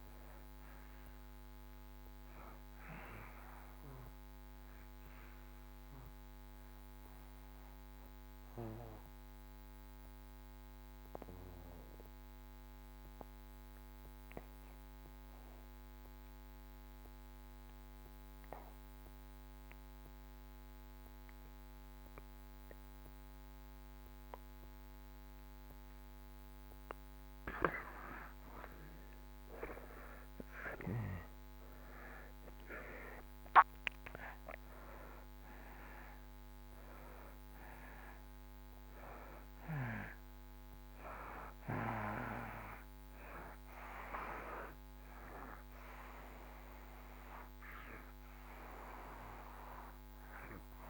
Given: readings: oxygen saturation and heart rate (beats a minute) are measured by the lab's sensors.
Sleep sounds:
breathing in sleep by a microphone on the trachea; 1
0.00-13.50 s: oxygen desaturation (device-marked, oxygen 78% lowest)
6.00-26.00 s: mixed apnea (oxygen 95% before, 77% lowest)
27.00-31.50 s: arousal
30.50-50.90 s: oxygen desaturation (device-marked, oxygen 96% before, 77% lowest)
From the record:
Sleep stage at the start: N2 (light sleep); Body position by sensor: on the back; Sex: male

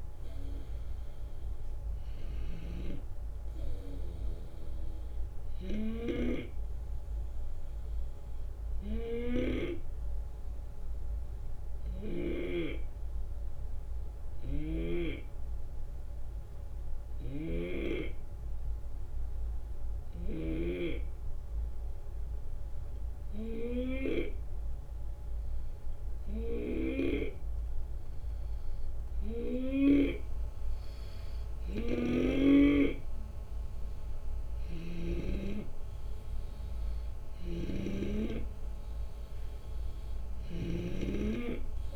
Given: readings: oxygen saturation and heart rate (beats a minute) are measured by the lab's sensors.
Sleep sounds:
breathing in sleep by a room microphone; 1
0.00-7.00 s: drop in pulse transit time (device-marked, heart rate 72 extreme)
7.00-26.50 s: hypopnea (oxygen 92% before, 89% lowest, heart rate 75 before, 71 extreme, up 5 after)
11.50-15.00 s: snoring (device-marked)
17.00-20.50 s: snoring (device-marked)
26.50-30.00 s: snoring (device-marked)
28.00-31.00 s: arousal
37.00-41.96 s: snoring (device-marked)
From the record:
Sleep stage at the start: N2 (light sleep); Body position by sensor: on the left side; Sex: male

